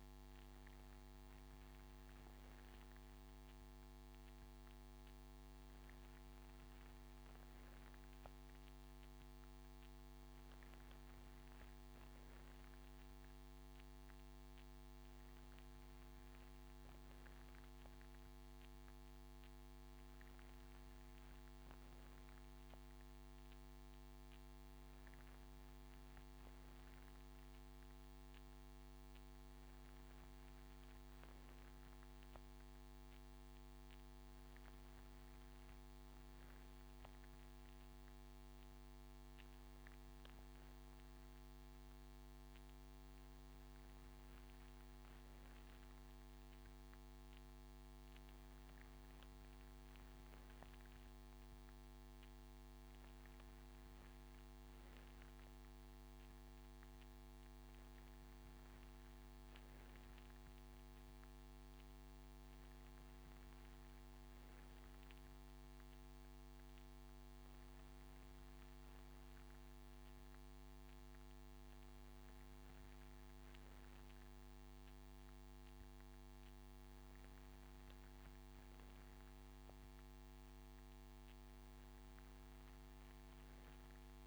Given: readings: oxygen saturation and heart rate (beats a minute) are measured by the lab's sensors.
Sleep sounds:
breathing in sleep, hard to hear, by a microphone on the trachea; none
none scored
From the record:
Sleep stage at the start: N3 (deep sleep); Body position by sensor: on the right side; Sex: male

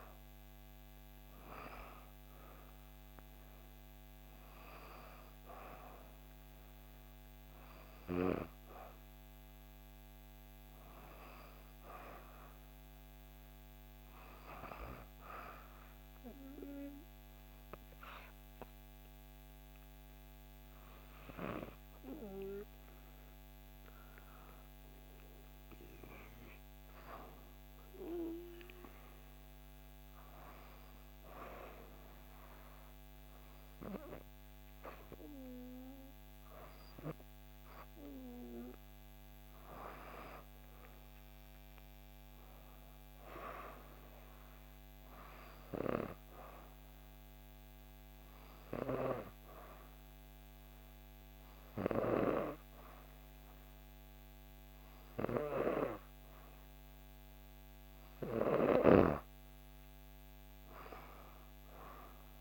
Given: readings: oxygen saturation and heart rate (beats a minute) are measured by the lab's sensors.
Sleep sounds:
breathing in sleep by a microphone on the trachea; 2
0.00-2.00 s: oxygen desaturation (device-marked, oxygen 92% lowest, heart rate 64 extreme)
7.00-11.00 s: arousal
15.00-25.00 s: obstructive apnea (oxygen 95% before, 92% lowest, heart rate 66 before, 65 extreme, up 4 after)
26.50-30.00 s: arousal
46.00-57.00 s: hypopnea (oxygen 95% before, 91% lowest, heart rate 67 before, 64 extreme, up 3 after)
60.00-62.41 s: arousal
From the record:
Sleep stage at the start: N2 (light sleep); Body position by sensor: on the back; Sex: female

